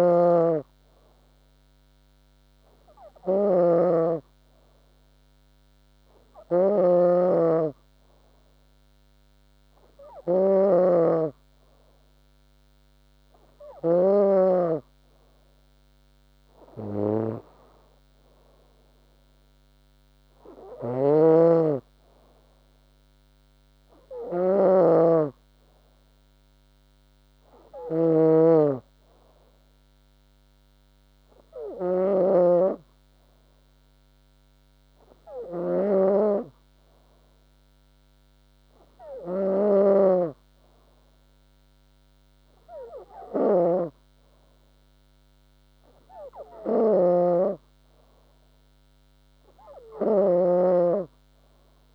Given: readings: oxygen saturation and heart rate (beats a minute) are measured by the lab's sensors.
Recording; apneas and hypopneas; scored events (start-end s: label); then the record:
a person awake in a sleep study, by a microphone on the trachea; none
19.50-49.50 s: new sleep stage, awake
28.50-30.50 s: long interval between heartbeats (device-marked, heart rate 70 before, 73 extreme)
38.00-40.00 s: long interval between heartbeats (device-marked, heart rate 81 before, 89 extreme)
43.50-45.50 s: long interval between heartbeats (device-marked, heart rate 86 before, 88 extreme)
49.50-51.95 s: new sleep stage, N2 (light sleep)
From the record:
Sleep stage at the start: N2 (light sleep); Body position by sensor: on the back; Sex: female